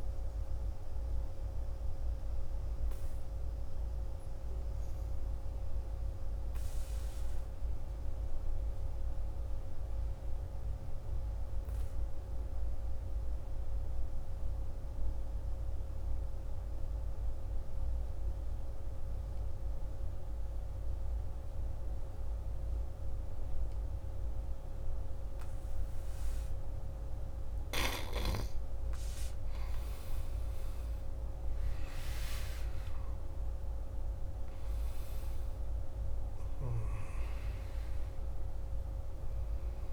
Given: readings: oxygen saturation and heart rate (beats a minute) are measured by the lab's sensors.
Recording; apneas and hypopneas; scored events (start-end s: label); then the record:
breathing in sleep, hard to hear, by a room microphone; 1
8.50-28.50 s: obstructive apnea (oxygen 99% before, 83% lowest, heart rate 52 before, 50 extreme, up 16 after)
19.00-39.93 s: oxygen desaturation (device-marked, oxygen 98% before, 83% lowest, heart rate 54 before, 50 extreme)
30.00-34.50 s: arousal
From the record:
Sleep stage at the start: N2 (light sleep); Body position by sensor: on the back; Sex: male